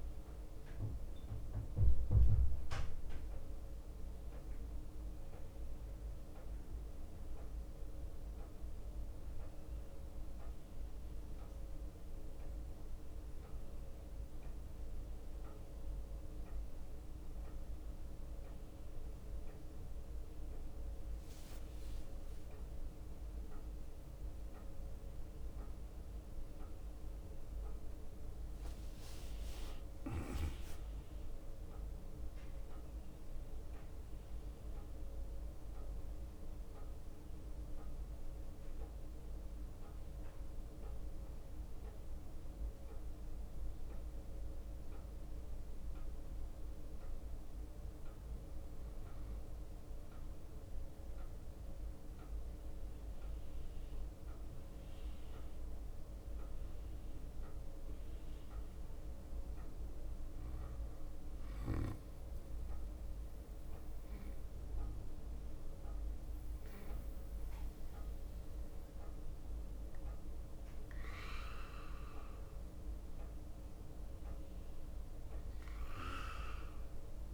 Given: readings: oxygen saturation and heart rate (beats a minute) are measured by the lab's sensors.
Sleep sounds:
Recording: breathing in sleep, hard to hear, by a room microphone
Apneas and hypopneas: 2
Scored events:
22.00-24.00 s: long interval between heartbeats (device-marked, heart rate 64 before, 71 extreme)
31.50-35.50 s: arousal
39.50-50.50 s: hypopnea (oxygen 96% before, 94% lowest, heart rate 69 before, 62 extreme, up 2 after)
53.00-57.00 s: arousal
61.50-73.00 s: hypopnea (oxygen 97% before, 94% lowest, heart rate 63 before, 63 extreme, up 4 after)
From the record:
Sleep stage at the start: N1 (lightest sleep)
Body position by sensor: on the back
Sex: male

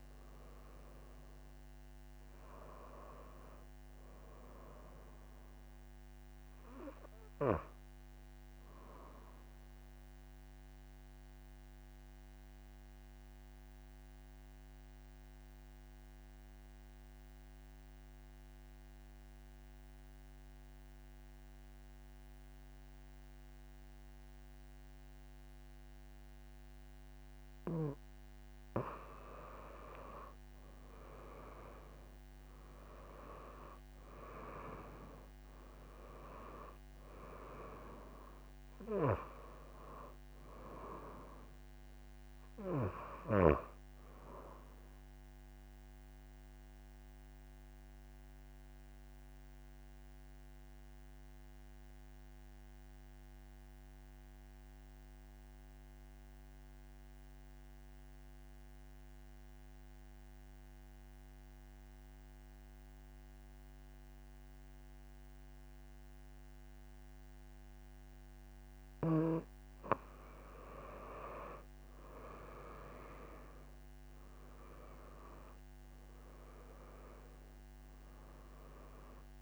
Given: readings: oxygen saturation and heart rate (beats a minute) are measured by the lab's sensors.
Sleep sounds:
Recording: breathing in sleep by a microphone on the trachea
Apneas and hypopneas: 2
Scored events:
0.00-13.50 s: oxygen desaturation (device-marked, oxygen 87% lowest)
9.00-27.50 s: obstructive apnea (oxygen 96% before, 87% lowest)
29.00-32.00 s: arousal
32.50-52.50 s: oxygen desaturation (device-marked, oxygen 97% before, 90% lowest)
45.50-67.50 s: obstructive apnea (oxygen 98% before, 88% lowest)
67.50-79.41 s: oxygen desaturation (device-marked, oxygen 97% before, 88% lowest)
70.50-73.50 s: arousal
From the record:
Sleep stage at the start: N2 (light sleep)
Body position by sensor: on the back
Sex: female

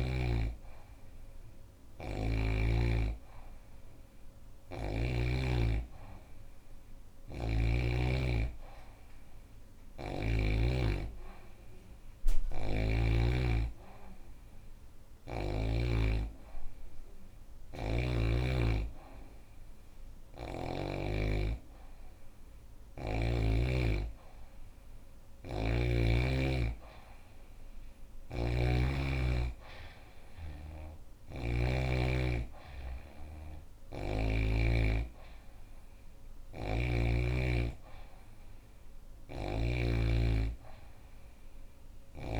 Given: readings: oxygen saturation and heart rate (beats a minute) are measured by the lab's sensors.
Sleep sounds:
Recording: breathing in sleep by a room microphone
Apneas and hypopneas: none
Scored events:
11.50-15.00 s: snoring (device-marked)
24.50-31.00 s: snoring (device-marked)
34.00-42.39 s: new sleep stage, awake
35.50-42.00 s: snoring (device-marked)
From the record:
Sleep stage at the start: N2 (light sleep)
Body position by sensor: on the back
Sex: female

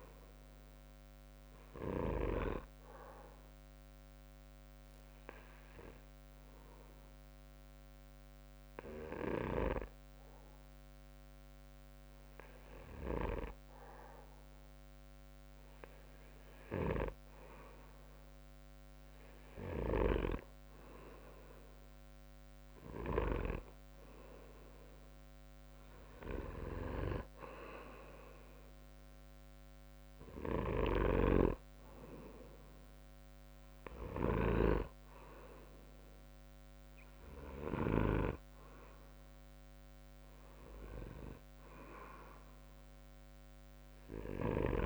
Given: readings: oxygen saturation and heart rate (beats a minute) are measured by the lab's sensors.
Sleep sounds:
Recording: breathing in sleep by a microphone on the trachea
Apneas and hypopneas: 1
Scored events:
1.00-16.00 s: obstructive apnea (oxygen 97% before, 94% lowest, heart rate 67 before, 66 extreme, up 5 after)
22.50-26.00 s: arousal
From the record:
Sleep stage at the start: N2 (light sleep)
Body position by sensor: on the back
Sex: male

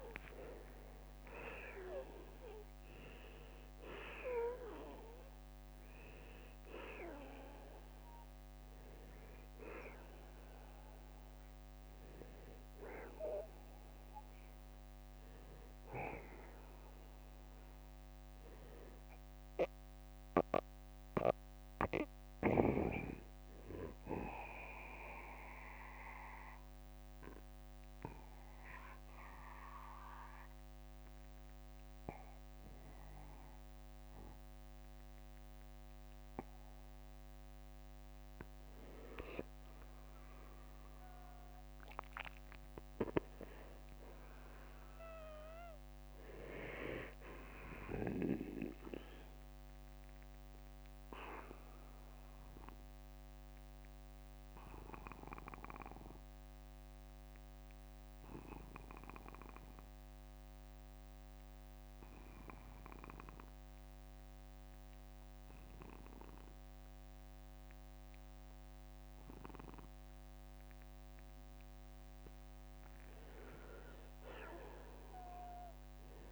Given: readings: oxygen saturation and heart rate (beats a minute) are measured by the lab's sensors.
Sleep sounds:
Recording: breathing in sleep by a microphone on the trachea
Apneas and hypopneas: 2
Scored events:
0.00-2.50 s: arousal
0.00-21.00 s: oxygen desaturation (device-marked, oxygen 83% lowest, heart rate 43 extreme)
12.00-14.00 s: long interval between heartbeats (device-marked, heart rate 67 before, 57 extreme)
14.50-37.00 s: hypopnea (oxygen 92% before, 76% lowest, heart rate 66 before, 43 extreme, up 7 after)
18.00-20.00 s: long interval between heartbeats (device-marked, heart rate 64 before, 65 extreme)
23.00-35.00 s: oxygen desaturation (device-marked, oxygen 85% before, 76% lowest, heart rate 62 before, 43 extreme)
28.00-30.00 s: long interval between heartbeats (device-marked, heart rate 59 before, 56 extreme)
33.50-35.50 s: long interval between heartbeats (device-marked, heart rate 57 before, 57 extreme)
39.00-44.50 s: arousal
49.50-71.50 s: obstructive apnea (oxygen 97% before, 84% lowest, heart rate 55 before, 43 extreme, up 9 after)
55.00-74.00 s: oxygen desaturation (device-marked, oxygen 96% before, 90% lowest, heart rate 54 before, 46 extreme)
66.50-68.50 s: long interval between heartbeats (device-marked, heart rate 53 before, 58 extreme)
74.00-76.00 s: long interval between heartbeats (device-marked, heart rate 51 before, 56 extreme)
From the record:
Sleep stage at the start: N2 (light sleep)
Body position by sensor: on the back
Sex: male

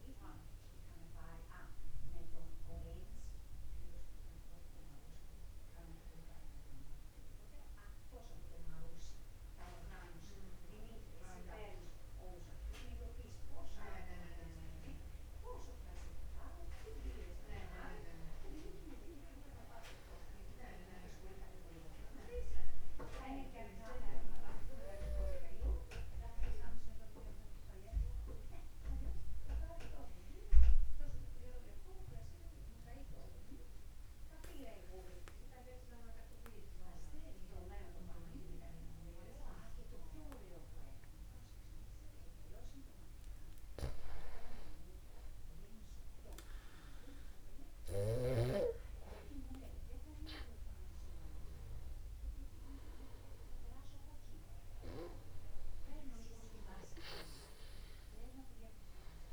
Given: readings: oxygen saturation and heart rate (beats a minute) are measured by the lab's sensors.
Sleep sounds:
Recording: breathing in sleep by a room microphone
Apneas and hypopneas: 1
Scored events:
7.50-59.33 s: new sleep stage, N2 (light sleep)
29.50-43.00 s: obstructive apnea (oxygen 99% before, 94% lowest, heart rate 50 before, 50 extreme)
47.00-51.00 s: arousal
From the record:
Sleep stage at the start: N1 (lightest sleep)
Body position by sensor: upright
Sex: male

